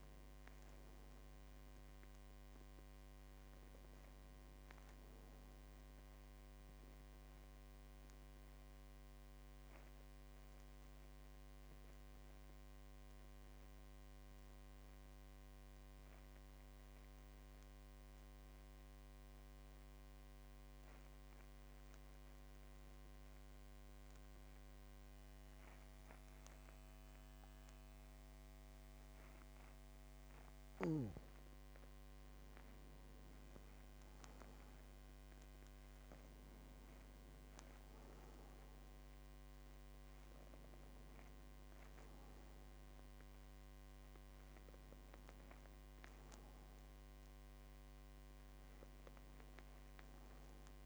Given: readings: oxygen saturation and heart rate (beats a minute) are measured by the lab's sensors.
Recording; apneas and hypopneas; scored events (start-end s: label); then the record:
breathing in sleep, hard to hear, by a microphone on the trachea; 1
0.00-14.50 s: oxygen desaturation (device-marked, oxygen 92% lowest, heart rate 47 extreme)
7.50-30.50 s: mixed apnea (oxygen 97% before, 90% lowest, heart rate 55 before, 47 extreme, up 7 after)
27.50-50.86 s: oxygen desaturation (device-marked, oxygen 99% before, 90% lowest, heart rate 50 before, 48 extreme)
33.00-36.50 s: arousal
From the record:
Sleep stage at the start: N2 (light sleep); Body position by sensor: on the back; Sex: male